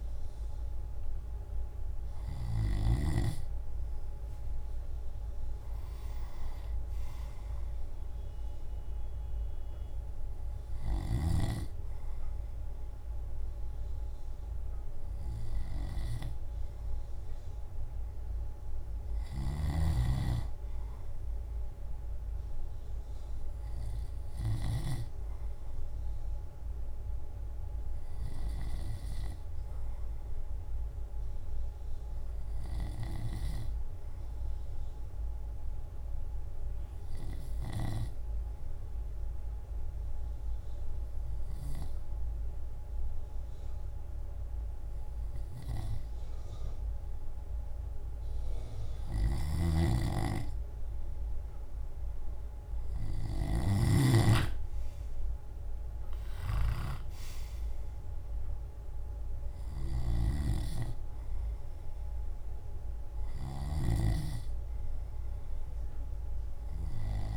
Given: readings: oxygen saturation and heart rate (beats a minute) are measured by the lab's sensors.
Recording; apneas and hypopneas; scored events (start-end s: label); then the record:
breathing in sleep by a room microphone; 1
3.50-5.50 s: leg movement (device-marked)
30.50-34.00 s: arousal
37.50-48.50 s: obstructive apnea (oxygen 95% before, 93% lowest, heart rate 57 before, 55 extreme, up 9 after)
49.00-54.00 s: snoring (device-marked)
52.00-55.00 s: arousal
53.00-66.00 s: drop in pulse transit time (device-marked, heart rate 56 before, 55 extreme)
From the record:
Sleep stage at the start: N2 (light sleep); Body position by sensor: on the left side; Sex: male